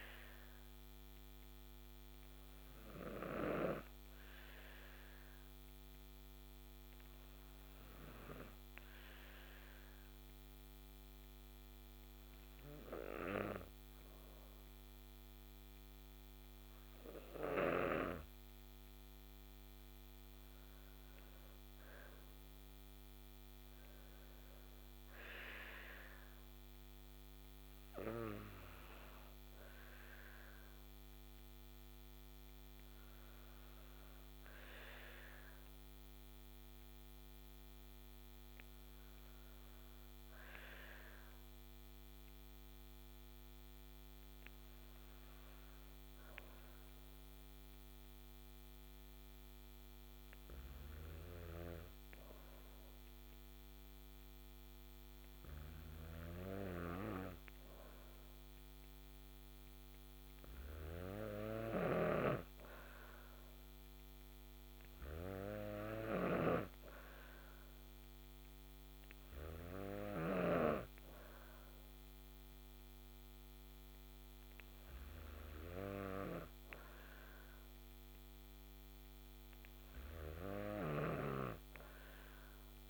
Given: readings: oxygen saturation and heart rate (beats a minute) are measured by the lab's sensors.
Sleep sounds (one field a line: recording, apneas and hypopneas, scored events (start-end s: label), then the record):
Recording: breathing in sleep by a microphone on the trachea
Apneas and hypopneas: 1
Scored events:
3.00-16.50 s: hypopnea (oxygen 98% before, 94% lowest, heart rate 144 before, 47 extreme)
19.00-23.50 s: arousal
34.50-46.50 s: oxygen desaturation (device-marked, oxygen 97% before, 94% lowest, heart rate 127 before, 100 extreme)
62.00-70.50 s: snoring (device-marked)
81.00-82.89 s: snoring (device-marked)
From the record:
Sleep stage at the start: N2 (light sleep)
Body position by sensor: on the back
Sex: female